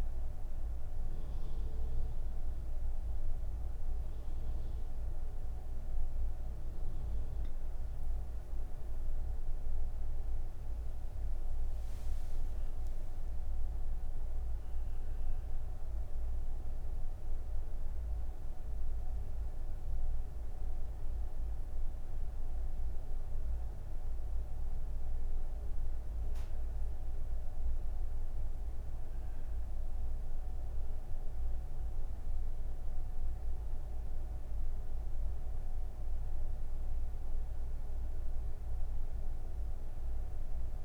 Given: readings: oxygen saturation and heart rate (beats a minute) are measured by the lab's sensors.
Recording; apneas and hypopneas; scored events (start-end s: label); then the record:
breathing in sleep, hard to hear, by a room microphone; none
none scored
From the record:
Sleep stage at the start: N2 (light sleep); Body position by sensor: on the back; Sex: female